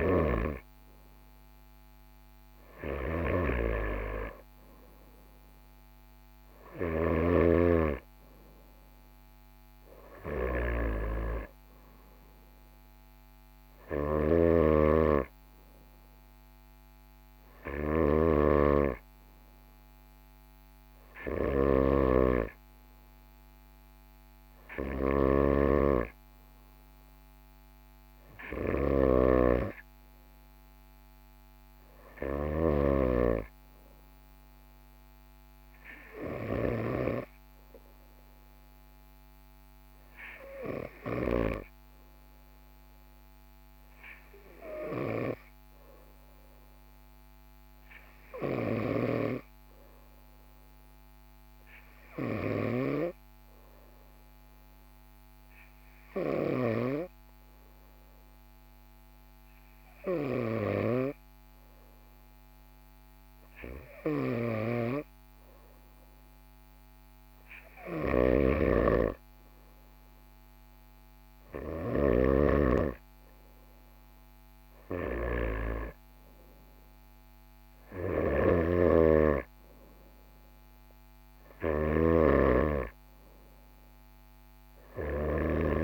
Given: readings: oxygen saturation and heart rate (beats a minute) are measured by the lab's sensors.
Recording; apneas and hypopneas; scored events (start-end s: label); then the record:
breathing in sleep by a microphone on the trachea; none
0.00-7.00 s: snoring (device-marked)
14.00-33.00 s: snoring (device-marked)
68.00-72.00 s: snoring (device-marked)
78.00-85.50 s: snoring (device-marked)
From the record:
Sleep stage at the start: N2 (light sleep); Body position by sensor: on the right side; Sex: male